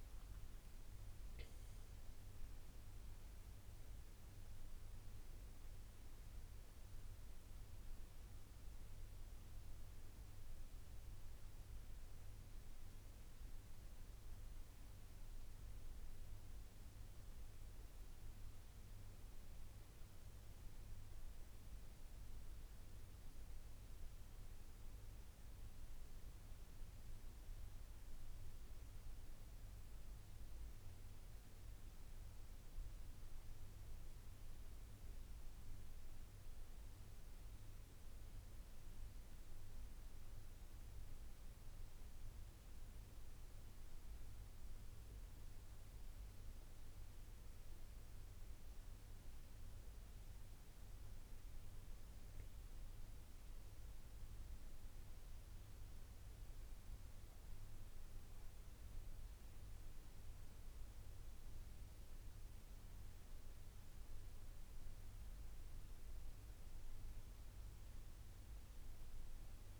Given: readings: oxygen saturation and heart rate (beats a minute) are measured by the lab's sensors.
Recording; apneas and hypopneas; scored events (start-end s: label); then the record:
breathing in sleep, hard to hear, by a room microphone; none
none scored
From the record:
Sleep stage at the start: N1 (lightest sleep); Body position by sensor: on the right side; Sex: male